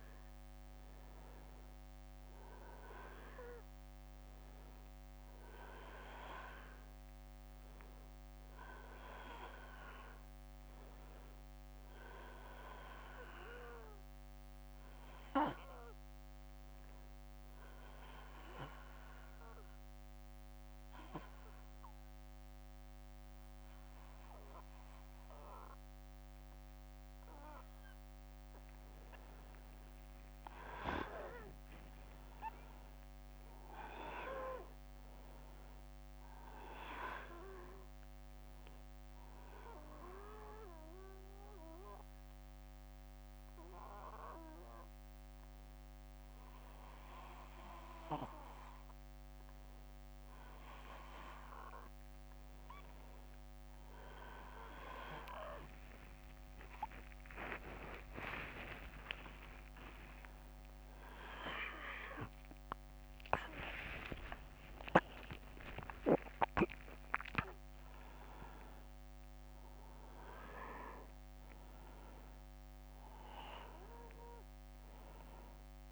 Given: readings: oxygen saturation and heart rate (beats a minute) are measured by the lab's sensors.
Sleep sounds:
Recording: breathing in sleep by a microphone on the trachea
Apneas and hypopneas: 1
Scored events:
17.00-28.00 s: obstructive apnea (oxygen 96% before, 92% lowest, heart rate 69 before, 59 extreme, up 7 after)
29.00-32.50 s: arousal
30.00-52.00 s: oxygen desaturation (device-marked, oxygen 96% before, 92% lowest, heart rate 65 before, 59 extreme)
53.00-58.00 s: arousal
From the record:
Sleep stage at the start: N1 (lightest sleep)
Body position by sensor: on the back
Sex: male

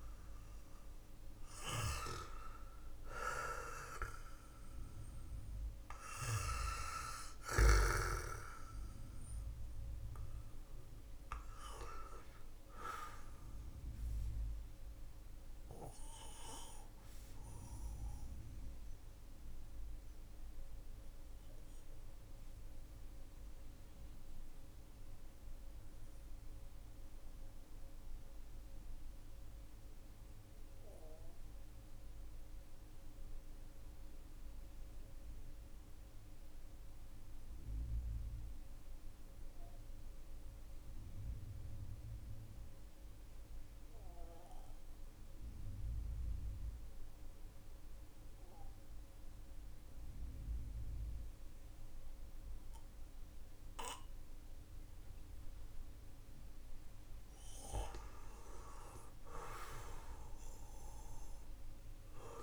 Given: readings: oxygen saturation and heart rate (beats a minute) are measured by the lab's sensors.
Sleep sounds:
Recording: breathing in sleep by a room microphone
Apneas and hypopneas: 1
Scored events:
15.00-52.50 s: obstructive apnea (oxygen 98% before, 92% lowest, heart rate 51 before, 37 extreme, up 5 after)
56.50-61.50 s: arousal
60.50-62.43 s: oxygen desaturation (device-marked, oxygen 98% before, 92% lowest, heart rate 53 before, 43 extreme)
From the record:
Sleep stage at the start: N2 (light sleep)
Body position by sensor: on the back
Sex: male

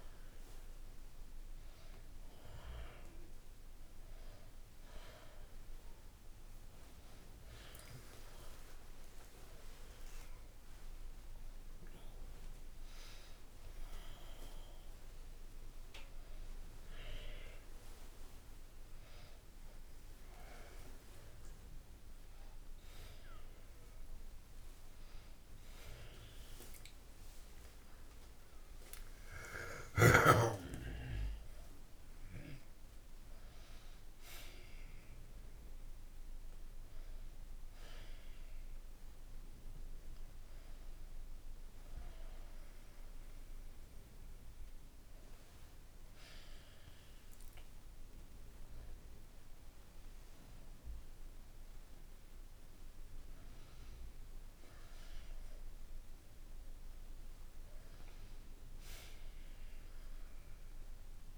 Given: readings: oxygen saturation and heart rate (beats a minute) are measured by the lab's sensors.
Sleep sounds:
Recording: a person awake in a sleep study, by a room microphone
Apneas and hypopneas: none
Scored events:
47.00-61.38 s: new sleep stage, N1 (lightest sleep)
From the record:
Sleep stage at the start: awake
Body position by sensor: on the back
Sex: male

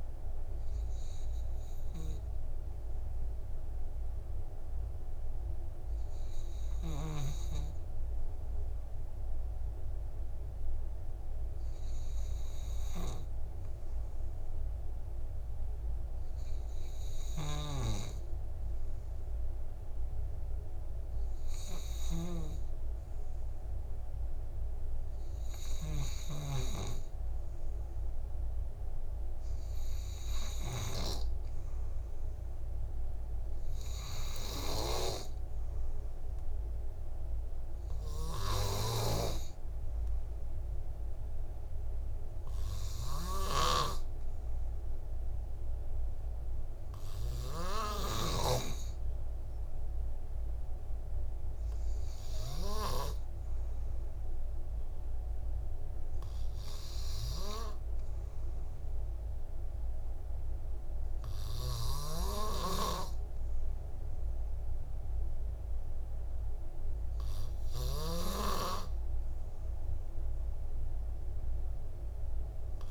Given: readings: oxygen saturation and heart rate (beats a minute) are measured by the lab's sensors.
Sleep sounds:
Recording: breathing in sleep by a room microphone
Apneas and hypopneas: none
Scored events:
0.00-2.00 s: oxygen desaturation (device-marked, oxygen 92% lowest, heart rate 45 extreme)
44.00-55.00 s: oxygen desaturation (device-marked, oxygen 96% before, 92% lowest, heart rate 54 before, 49 extreme)
From the record:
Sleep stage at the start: N2 (light sleep)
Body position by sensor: on the back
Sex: male

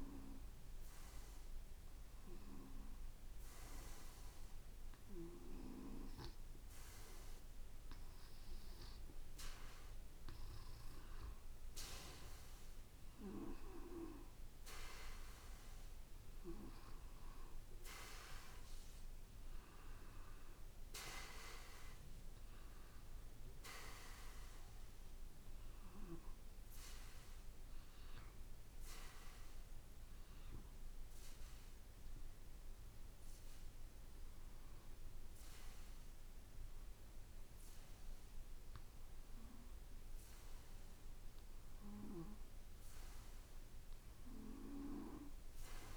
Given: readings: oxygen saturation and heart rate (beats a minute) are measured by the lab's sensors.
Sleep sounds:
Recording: breathing in sleep by a room microphone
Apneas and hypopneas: 1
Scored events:
27.00-40.50 s: hypopnea (oxygen 94% before, 92% lowest, heart rate 58 before, 55 extreme, up 2 after)
44.50-45.96 s: arousal
From the record:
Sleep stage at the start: N2 (light sleep)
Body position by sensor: on the back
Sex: male

